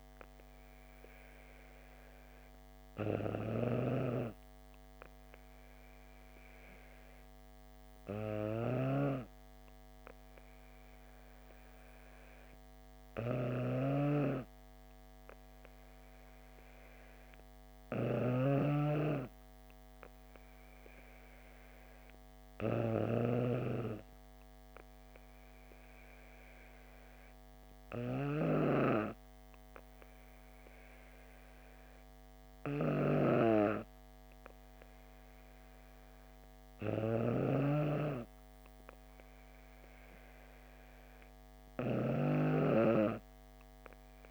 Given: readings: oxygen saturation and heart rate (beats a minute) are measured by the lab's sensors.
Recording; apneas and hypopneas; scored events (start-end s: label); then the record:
breathing in sleep by a microphone on the trachea; none
0.00-23.50 s: snoring (device-marked)
From the record:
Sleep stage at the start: N2 (light sleep); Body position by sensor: on the back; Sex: female